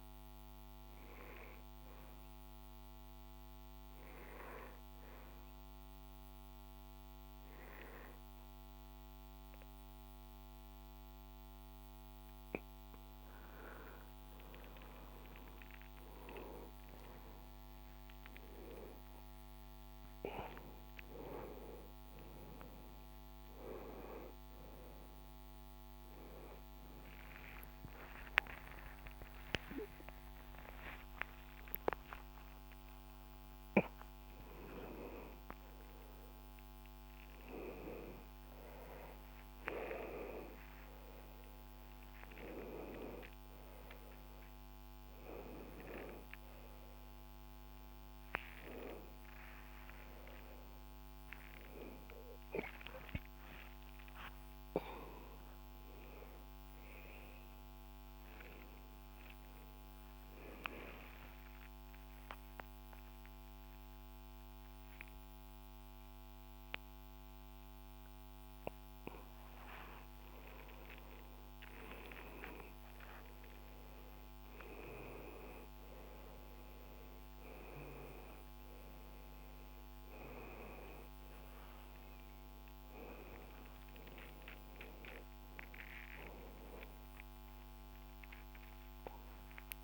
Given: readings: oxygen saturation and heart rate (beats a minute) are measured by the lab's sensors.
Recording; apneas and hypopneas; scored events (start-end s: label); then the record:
a person awake in a sleep study, by a microphone on the trachea; none
none scored
From the record:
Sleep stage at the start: awake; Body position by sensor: upright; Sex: male